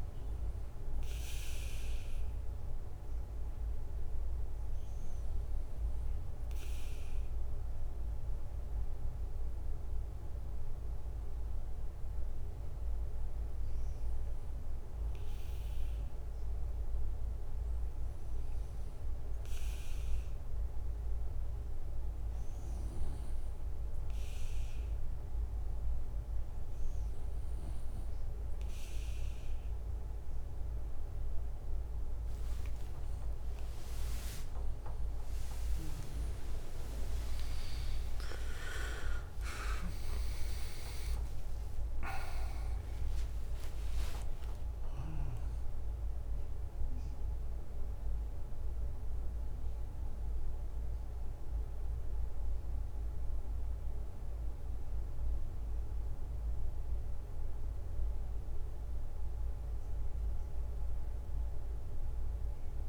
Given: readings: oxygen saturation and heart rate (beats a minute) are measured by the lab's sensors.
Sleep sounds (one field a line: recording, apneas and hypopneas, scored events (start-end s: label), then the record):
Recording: a person partly awake in a sleep study, hard to hear, by a room microphone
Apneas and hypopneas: 1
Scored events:
16.50-30.50 s: hypopnea (oxygen 95% before, 92% lowest, heart rate 69 before, 65 extreme, up 14 after)
32.50-62.50 s: new sleep stage, awake
36.50-55.50 s: drop in pulse transit time (device-marked, heart rate 68 before, 71 extreme)
62.50-62.88 s: new sleep stage, N2 (light sleep)
From the record:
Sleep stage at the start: N2 (light sleep)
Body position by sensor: on the right side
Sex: male